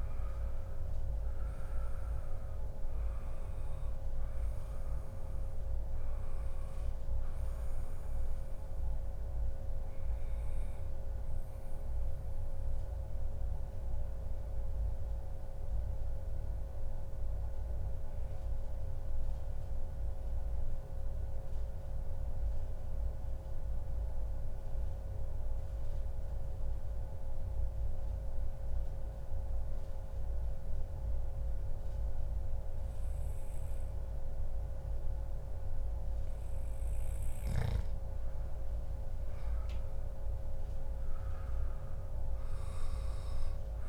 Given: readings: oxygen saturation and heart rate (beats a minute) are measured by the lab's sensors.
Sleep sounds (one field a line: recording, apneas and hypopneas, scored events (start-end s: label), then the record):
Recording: breathing in sleep, hard to hear, by a room microphone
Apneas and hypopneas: 1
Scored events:
9.00-11.00 s: long interval between heartbeats (device-marked, heart rate 143 before, 124 extreme)
9.00-38.00 s: obstructive apnea (oxygen 96% before, 94% lowest, heart rate 143 before, 106 extreme, up 17 after)
37.50-43.89 s: oxygen desaturation (device-marked, oxygen 97% before, 94% lowest, heart rate 124 before, 122 extreme)
39.50-43.00 s: arousal
From the record:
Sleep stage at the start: N2 (light sleep)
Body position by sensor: on the back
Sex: male